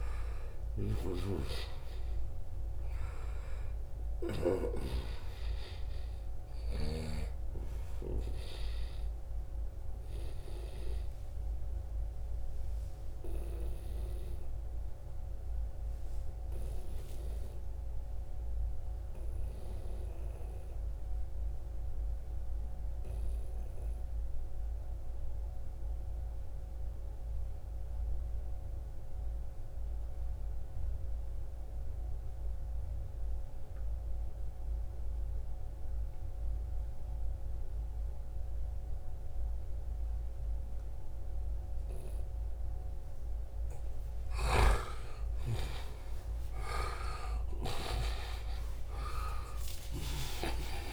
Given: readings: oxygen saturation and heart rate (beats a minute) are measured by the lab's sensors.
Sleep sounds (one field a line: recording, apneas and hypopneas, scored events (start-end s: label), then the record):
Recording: breathing in sleep by a room microphone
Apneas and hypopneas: 1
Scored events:
0.00-1.00 s: arousal
0.00-15.00 s: oxygen desaturation (device-marked, oxygen 94% before, 90% lowest, heart rate 70 before, 65 extreme)
0.50-4.00 s: snoring (device-marked)
7.50-43.00 s: obstructive apnea (oxygen 95% before, 88% lowest, heart rate 75 before, 64 extreme, up 12 after)
31.00-50.93 s: oxygen desaturation (device-marked, oxygen 97% before, 90% lowest, heart rate 73 before, 64 extreme)
43.50-47.50 s: snoring (device-marked)
44.50-49.00 s: arousal
From the record:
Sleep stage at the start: N2 (light sleep)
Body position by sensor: on the right side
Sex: male